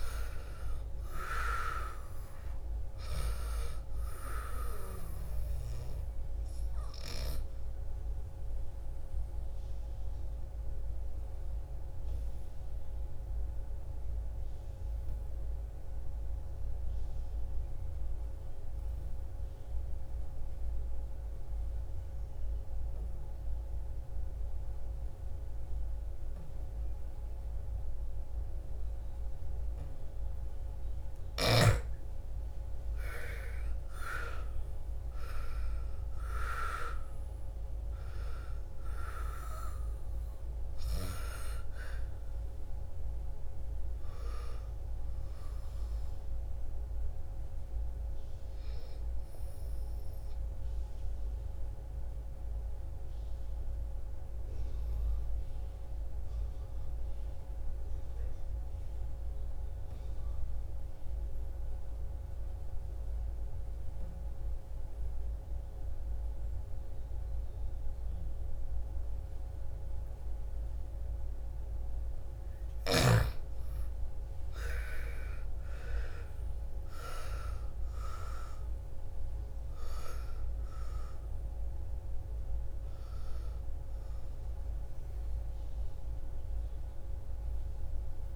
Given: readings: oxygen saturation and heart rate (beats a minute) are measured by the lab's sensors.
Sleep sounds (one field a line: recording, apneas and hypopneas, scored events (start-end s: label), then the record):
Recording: breathing in sleep by a room microphone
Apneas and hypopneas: 2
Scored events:
0.00-16.50 s: oxygen desaturation (device-marked, oxygen 85% lowest, heart rate 55 extreme)
5.00-29.50 s: obstructive apnea (oxygen 99% before, 83% lowest, heart rate 62 before, 55 extreme, up 13 after)
28.50-52.50 s: oxygen desaturation (device-marked, oxygen 99% before, 84% lowest, heart rate 57 before, 57 extreme)
30.00-35.00 s: arousal
50.00-71.00 s: obstructive apnea (oxygen 99% before, 83% lowest, heart rate 67 before, 57 extreme, up 12 after)
72.50-88.36 s: oxygen desaturation (device-marked, oxygen 98% before, 83% lowest, heart rate 59 before, 67 extreme)
87.50-88.36 s: new sleep stage, awake
From the record:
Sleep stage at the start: N2 (light sleep)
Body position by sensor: on the back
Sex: female